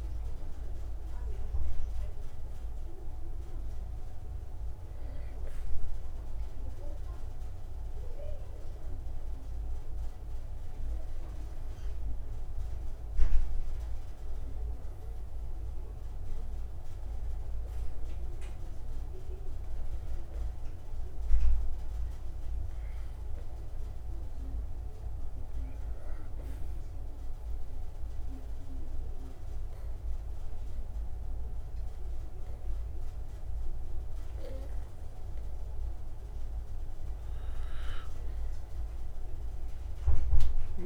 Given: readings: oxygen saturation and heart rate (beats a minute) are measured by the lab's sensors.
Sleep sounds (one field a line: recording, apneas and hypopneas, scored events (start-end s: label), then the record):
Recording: breathing in sleep, hard to hear, by a room microphone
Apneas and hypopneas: 1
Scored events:
11.00-15.00 s: arousal
21.50-36.50 s: hypopnea (oxygen 95% before, 92% lowest)
38.50-40.85 s: arousal
From the record:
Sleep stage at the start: N2 (light sleep)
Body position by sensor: on the right side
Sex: male